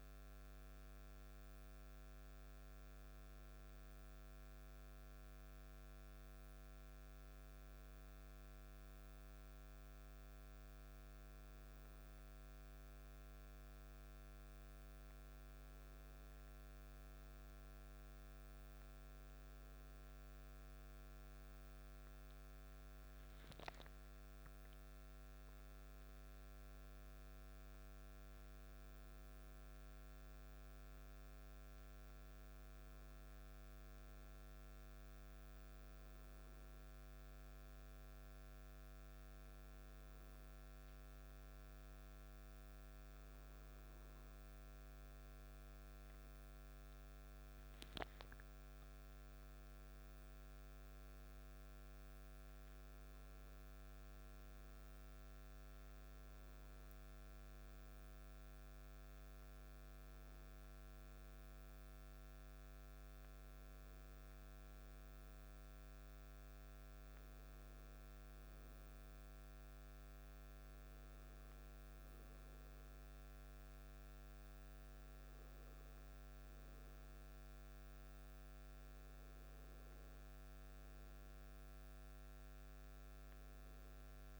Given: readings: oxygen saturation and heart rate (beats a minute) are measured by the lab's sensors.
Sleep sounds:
breathing in sleep, hard to hear, by a microphone on the trachea; none
none scored
From the record:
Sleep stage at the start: N1 (lightest sleep); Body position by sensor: on the back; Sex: male

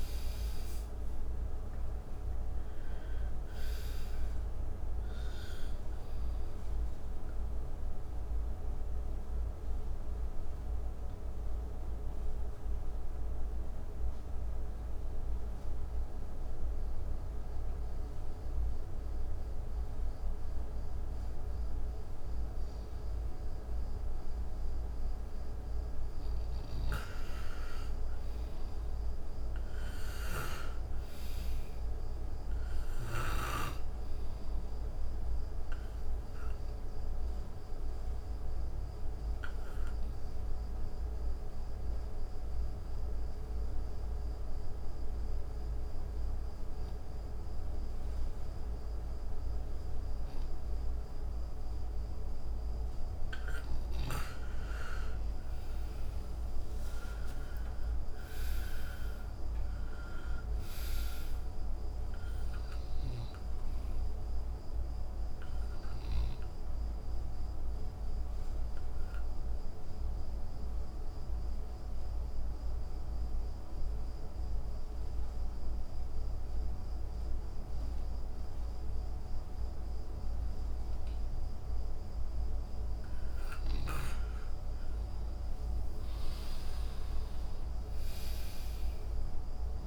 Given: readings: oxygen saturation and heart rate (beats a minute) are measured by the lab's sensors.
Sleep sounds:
breathing in sleep, hard to hear, by a room microphone; 3
0.00-1.50 s: arousal
0.00-19.00 s: oxygen desaturation (device-marked, oxygen 81% lowest, heart rate 63 extreme)
6.50-26.00 s: obstructive apnea (oxygen 97% before, 82% lowest, heart rate 73 before, 63 extreme, up 7 after)
26.00-45.00 s: oxygen desaturation (device-marked, oxygen 98% before, 87% lowest, heart rate 68 before, 65 extreme)
28.00-31.50 s: arousal
37.50-55.00 s: obstructive apnea (oxygen 98% before, 85% lowest, heart rate 70 before, 64 extreme, up 8 after)
56.00-60.00 s: arousal
56.00-78.00 s: oxygen desaturation (device-marked, oxygen 96% before, 85% lowest, heart rate 68 before, 63 extreme)
64.50-84.00 s: obstructive apnea (oxygen 96% before, 83% lowest, heart rate 71 before, 63 extreme, up 8 after)
86.50-89.87 s: arousal
87.00-89.87 s: oxygen desaturation (device-marked, oxygen 98% before, 86% lowest, heart rate 67 before, 63 extreme)
From the record:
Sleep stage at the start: N2 (light sleep); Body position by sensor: on the back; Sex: male

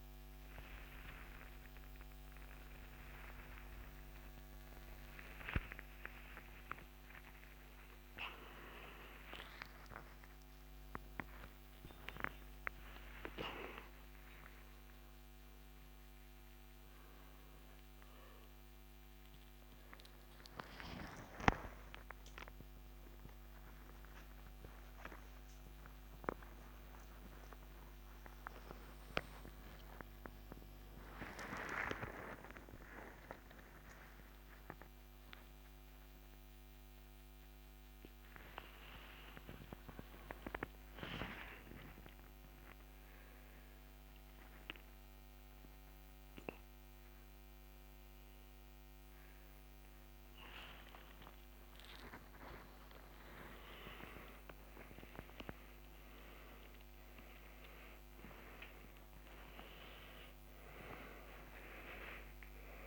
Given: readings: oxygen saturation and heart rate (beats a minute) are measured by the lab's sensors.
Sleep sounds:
a person awake in a sleep study, by a microphone on the trachea; none
1.50-62.87 s: new sleep stage, awake
36.50-41.50 s: oxygen desaturation (device-marked, oxygen 97% before, 93% lowest, heart rate 91 before, 85 extreme)
From the record:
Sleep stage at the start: N1 (lightest sleep); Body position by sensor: upright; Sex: male

